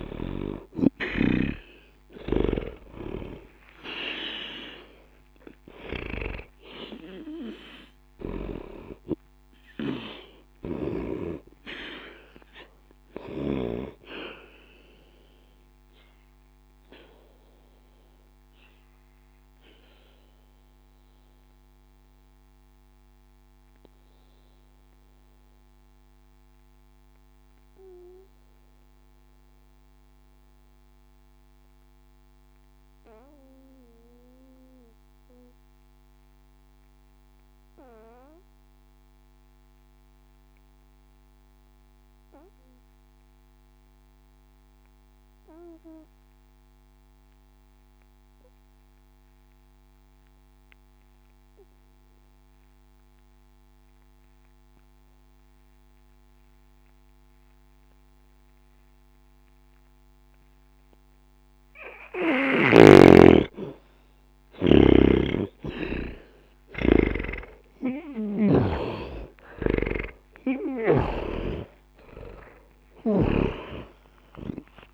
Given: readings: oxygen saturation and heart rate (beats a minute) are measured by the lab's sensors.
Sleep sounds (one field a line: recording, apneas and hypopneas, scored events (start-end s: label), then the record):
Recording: breathing in sleep by a microphone on the trachea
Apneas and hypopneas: 1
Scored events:
0.00-1.00 s: snoring (device-marked)
0.00-2.50 s: arousal
0.00-40.00 s: oxygen desaturation (device-marked, oxygen 80% lowest, heart rate 60 extreme)
15.50-62.00 s: obstructive apnea (oxygen 99% before, 76% lowest, heart rate 60 before, 60 extreme, up 10 after)
52.00-74.94 s: oxygen desaturation (device-marked, oxygen 99% before, 76% lowest, heart rate 60 before, 59 extreme)
62.50-71.00 s: snoring (device-marked)
66.00-70.50 s: arousal
From the record:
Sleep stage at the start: N2 (light sleep)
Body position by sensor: on the back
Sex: male